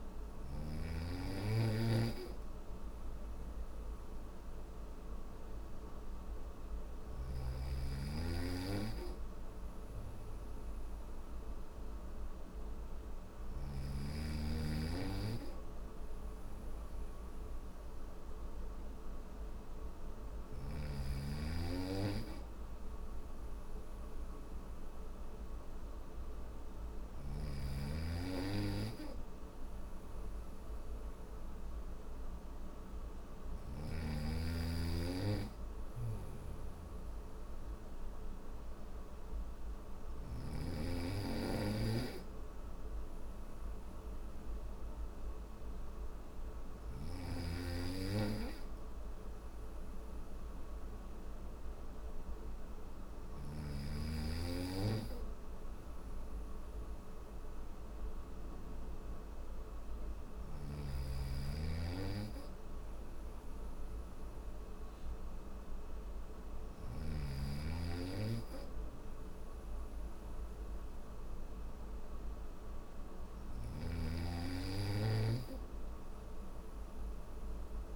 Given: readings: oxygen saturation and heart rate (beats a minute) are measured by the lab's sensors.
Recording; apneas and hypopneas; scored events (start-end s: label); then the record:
breathing in sleep by a room microphone; none
35.00-39.50 s: snoring (device-marked)
35.00-77.96 s: new sleep stage, N1 (lightest sleep)
59.50-66.00 s: snoring (device-marked)
From the record:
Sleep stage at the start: N3 (deep sleep); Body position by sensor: on the back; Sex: male